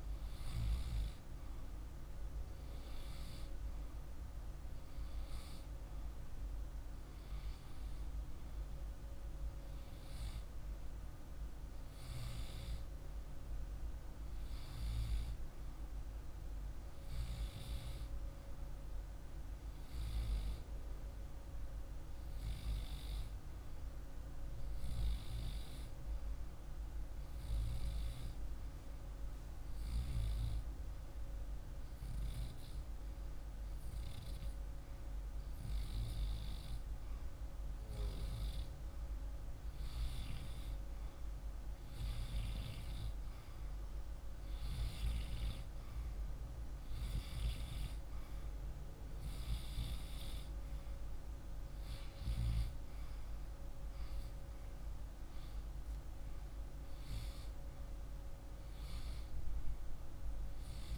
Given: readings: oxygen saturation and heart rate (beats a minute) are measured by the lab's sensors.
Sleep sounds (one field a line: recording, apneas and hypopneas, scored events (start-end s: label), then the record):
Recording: breathing in sleep, hard to hear, by a room microphone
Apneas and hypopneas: 1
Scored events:
30.00-40.00 s: hypopnea (oxygen 99% before, 95% lowest, heart rate 49 before, 49 extreme, up 1 after)
41.50-45.00 s: arousal
55.00-60.98 s: oxygen desaturation (device-marked, oxygen 98% before, 95% lowest, heart rate 50 before, 50 extreme)
From the record:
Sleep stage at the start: REM sleep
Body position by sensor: on the left side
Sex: male